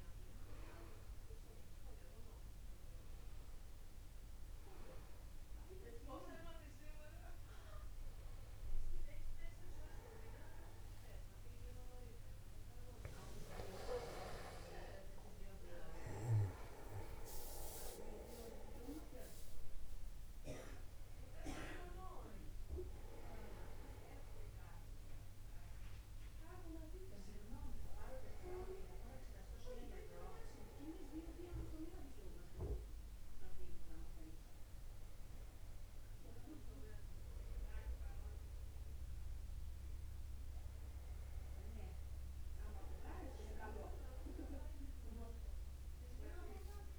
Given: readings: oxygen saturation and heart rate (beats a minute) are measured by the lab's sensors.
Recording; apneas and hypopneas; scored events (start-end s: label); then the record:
breathing in sleep by a room microphone; none
11.00-13.00 s: long interval between heartbeats (device-marked, heart rate 62 before, 70 extreme)
12.50-17.50 s: arousal
16.00-40.00 s: oxygen desaturation (device-marked, oxygen 96% before, 93% lowest, heart rate 67 before, 49 extreme)
43.00-46.99 s: arousal
From the record:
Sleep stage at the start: N1 (lightest sleep); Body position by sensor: upright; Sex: male